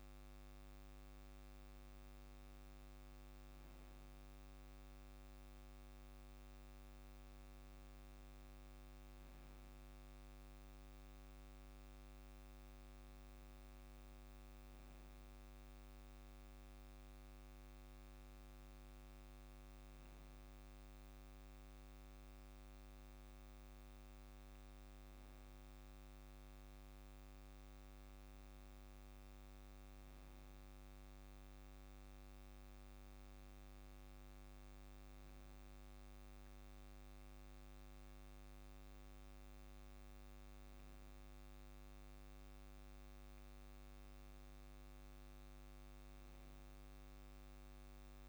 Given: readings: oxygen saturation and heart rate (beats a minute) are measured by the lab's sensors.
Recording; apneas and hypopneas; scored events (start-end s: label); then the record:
breathing in sleep, hard to hear, by a microphone on the trachea; none
23.00-25.00 s: long interval between heartbeats (device-marked, heart rate 56 before, 54 extreme)
30.50-32.50 s: long interval between heartbeats (device-marked, heart rate 51 before, 39 extreme)
From the record:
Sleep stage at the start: N2 (light sleep); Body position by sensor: on the back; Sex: male